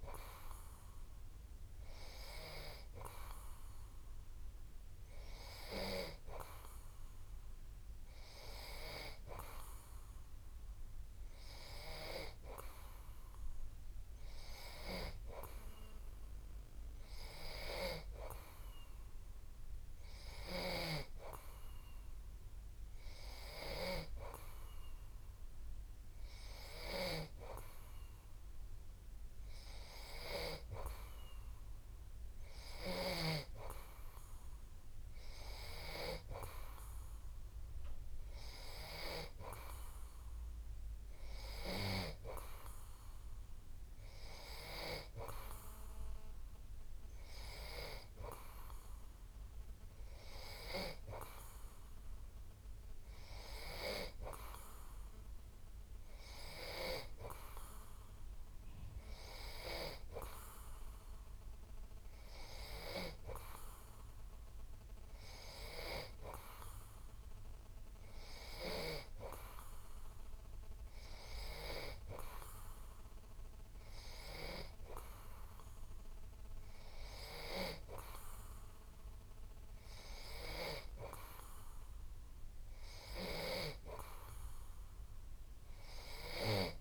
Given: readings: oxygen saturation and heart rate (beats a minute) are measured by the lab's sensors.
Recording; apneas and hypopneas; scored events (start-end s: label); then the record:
breathing in sleep by a room microphone; none
none scored
From the record:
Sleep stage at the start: N2 (light sleep); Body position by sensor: on the back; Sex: male